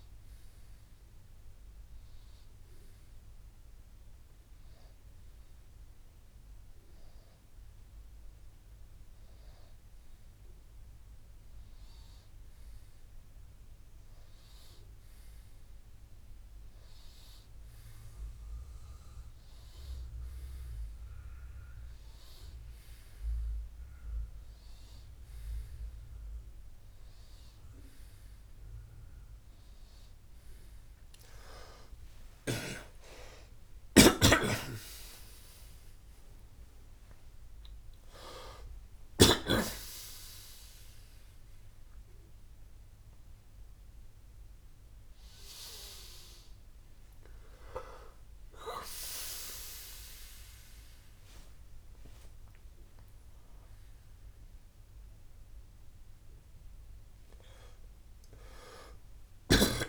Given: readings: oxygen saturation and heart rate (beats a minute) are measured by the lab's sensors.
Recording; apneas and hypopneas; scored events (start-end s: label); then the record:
a person awake in a sleep study, by a room microphone; 1
0.00-6.00 s: oxygen desaturation (device-marked, oxygen 93% lowest, heart rate 64 extreme)
1.50-14.00 s: hypopnea (oxygen 97% before, 91% lowest, heart rate 66 before, 64 extreme, up 3 after)
23.00-59.89 s: new sleep stage, awake
28.00-46.00 s: oxygen desaturation (device-marked, oxygen 94% before, 91% lowest, heart rate 66 before, 70 extreme)
33.50-39.00 s: snoring (device-marked)
From the record:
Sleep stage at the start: N1 (lightest sleep); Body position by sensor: on the right side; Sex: male